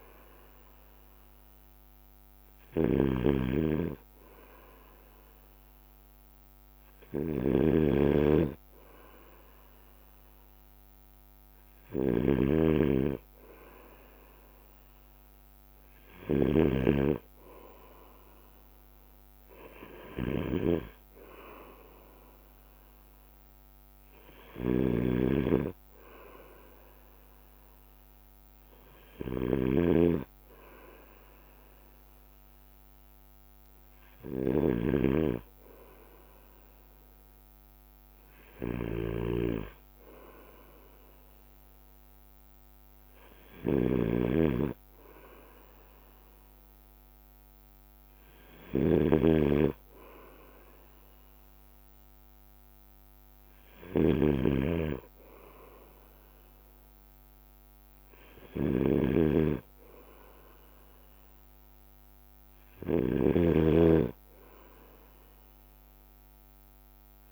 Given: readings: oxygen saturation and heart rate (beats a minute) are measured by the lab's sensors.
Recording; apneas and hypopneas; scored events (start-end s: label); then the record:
breathing in sleep by a microphone on the trachea; none
0.00-15.00 s: bradycardia (device-marked, heart rate 55 extreme)
0.00-67.31 s: snoring (device-marked)
18.00-28.00 s: drop in pulse transit time (device-marked, heart rate 58 before, 54 extreme)
22.00-37.00 s: bradycardia (device-marked, heart rate 57 before, 54 extreme)
38.00-47.00 s: drop in pulse transit time (device-marked, heart rate 58 before, 57 extreme)
39.00-55.00 s: bradycardia (device-marked, heart rate 57 before, 56 extreme)
56.00-67.31 s: bradycardia (device-marked, heart rate 57 before, 55 extreme)
From the record:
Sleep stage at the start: N2 (light sleep); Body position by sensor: on the right side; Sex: male